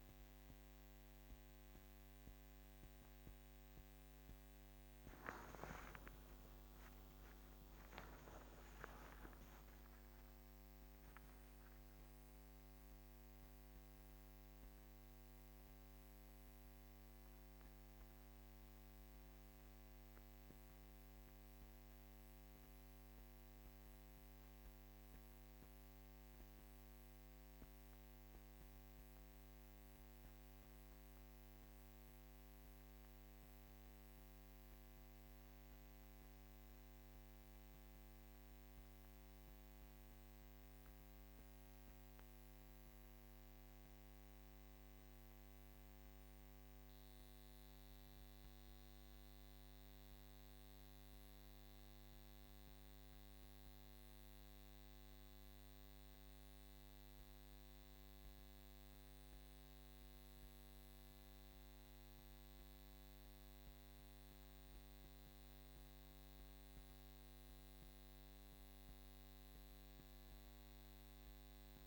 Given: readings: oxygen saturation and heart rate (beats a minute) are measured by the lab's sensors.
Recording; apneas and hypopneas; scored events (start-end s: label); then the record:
breathing in sleep, hard to hear, by a microphone on the trachea; 1
5.00-9.50 s: arousal
54.50-65.50 s: central apnea (oxygen 98% before, 94% lowest, heart rate 59 before, 48 extreme, up 1 after)
70.00-71.87 s: arousal
From the record:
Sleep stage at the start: N2 (light sleep); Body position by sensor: on the back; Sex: female